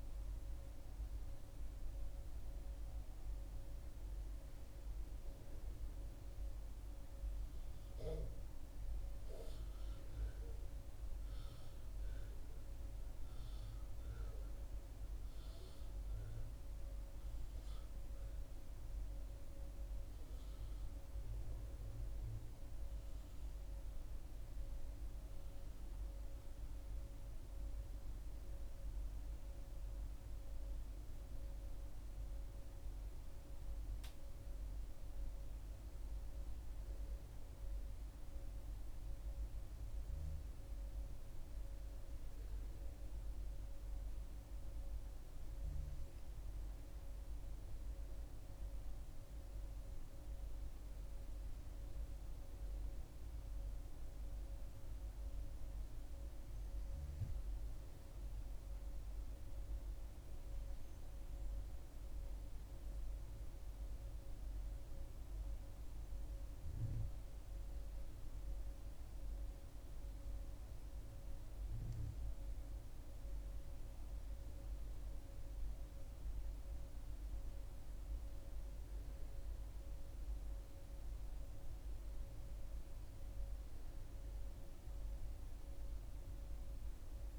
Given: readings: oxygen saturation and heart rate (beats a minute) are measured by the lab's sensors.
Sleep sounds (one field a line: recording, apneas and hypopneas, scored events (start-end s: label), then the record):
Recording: breathing in sleep, hard to hear, by a room microphone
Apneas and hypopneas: 1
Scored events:
0.50-87.39 s: new sleep stage, N2 (light sleep)
9.00-13.00 s: arousal
25.00-36.00 s: hypopnea (oxygen 98% before, 95% lowest, heart rate 68 before, 63 extreme, up 0 after)
37.50-41.50 s: arousal
73.50-78.00 s: arousal
From the record:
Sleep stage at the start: N1 (lightest sleep)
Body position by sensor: on the back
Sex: female